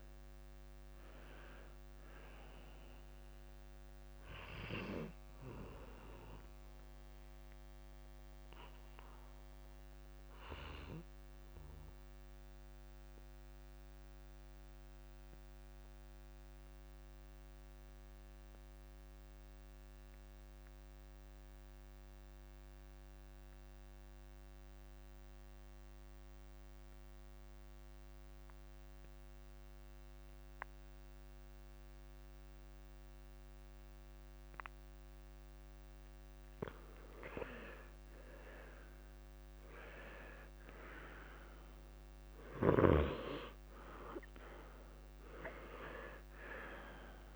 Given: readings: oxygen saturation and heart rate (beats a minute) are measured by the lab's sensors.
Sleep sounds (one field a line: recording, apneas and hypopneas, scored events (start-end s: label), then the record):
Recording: breathing in sleep by a microphone on the trachea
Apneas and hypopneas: 1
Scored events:
0.00-23.00 s: oxygen desaturation (device-marked, oxygen 84% lowest, heart rate 52 extreme)
1.00-3.00 s: long interval between heartbeats (device-marked, heart rate 84 before, 83 extreme)
4.00-6.00 s: long interval between heartbeats (device-marked, heart rate 88 before, 77 extreme)
7.00-9.00 s: tachycardia (device-marked, heart rate 58 before, 86 extreme)
10.50-12.50 s: long interval between heartbeats (device-marked, heart rate 85 before, 111 extreme)
12.00-36.50 s: mixed apnea (oxygen 94% before, 84% lowest, heart rate 87 before, 50 extreme, up 23 after)
37.00-39.00 s: long interval between heartbeats (device-marked, heart rate 53 before, 61 extreme)
38.00-41.50 s: arousal
41.00-47.36 s: oxygen desaturation (device-marked, oxygen 98% before, 88% lowest, heart rate 55 before, 50 extreme)
42.50-44.50 s: long interval between heartbeats (device-marked, heart rate 55 before, 66 extreme)
45.50-47.36 s: long interval between heartbeats (device-marked, heart rate 58 before, 84 extreme)
From the record:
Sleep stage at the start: N2 (light sleep)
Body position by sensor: on the left side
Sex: male